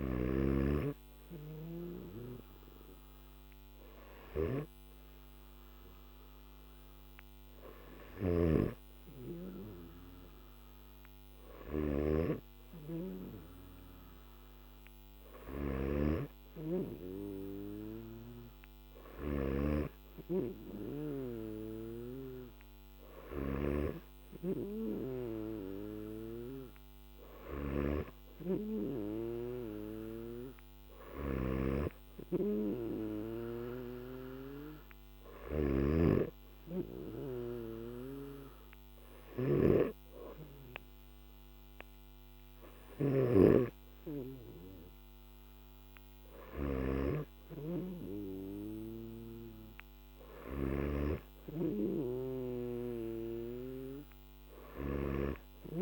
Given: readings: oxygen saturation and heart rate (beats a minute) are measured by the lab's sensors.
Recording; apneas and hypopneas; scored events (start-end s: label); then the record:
breathing in sleep by a microphone on the trachea; none
35.00-42.50 s: snoring (device-marked)
From the record:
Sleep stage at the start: N3 (deep sleep); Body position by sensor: on the back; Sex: male